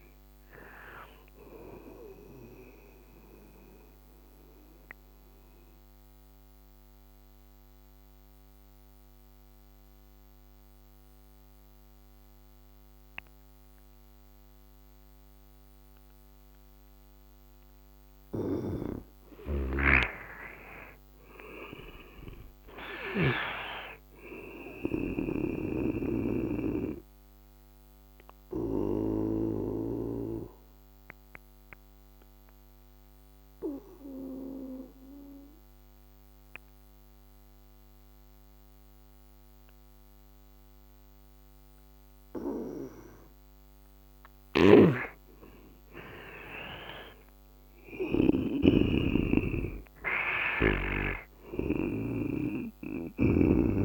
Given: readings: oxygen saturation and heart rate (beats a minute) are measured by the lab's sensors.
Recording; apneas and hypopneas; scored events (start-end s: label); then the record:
breathing in sleep by a microphone on the trachea; 2
0.00-8.50 s: oxygen desaturation (device-marked, oxygen 89% lowest, heart rate 65 extreme)
2.00-18.00 s: obstructive apnea (oxygen 96% before, 86% lowest, heart rate 75 before, 65 extreme, up 12 after)
18.00-23.00 s: snoring (device-marked)
19.50-22.50 s: arousal
21.50-44.50 s: oxygen desaturation (device-marked, oxygen 100% before, 86% lowest, heart rate 72 before, 67 extreme)
25.00-30.00 s: snoring (device-marked)
25.00-42.50 s: obstructive apnea (oxygen 100% before, 86% lowest, heart rate 72 before, 67 extreme, up 10 after)
44.00-48.00 s: arousal
44.00-51.50 s: snoring (device-marked)
46.50-53.84 s: oxygen desaturation (device-marked, oxygen 98% before, 86% lowest, heart rate 70 before, 71 extreme)
From the record:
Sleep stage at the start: N2 (light sleep); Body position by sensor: on the right side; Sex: male